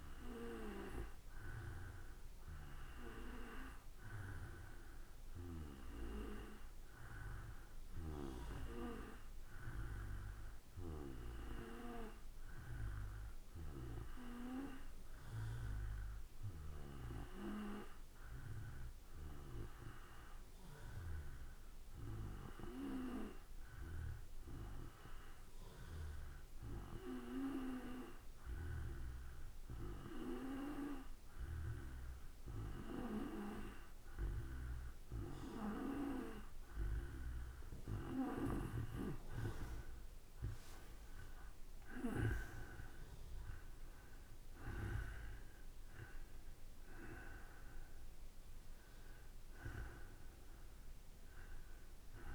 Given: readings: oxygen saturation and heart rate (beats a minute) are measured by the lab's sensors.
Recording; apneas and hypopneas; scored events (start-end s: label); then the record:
breathing in sleep by a room microphone; 1
11.00-35.00 s: hypopnea (oxygen 93% before, 88% lowest, heart rate 58 before, 55 extreme, up 3 after)
40.50-45.00 s: arousal
From the record:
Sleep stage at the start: N2 (light sleep); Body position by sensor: on the back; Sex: male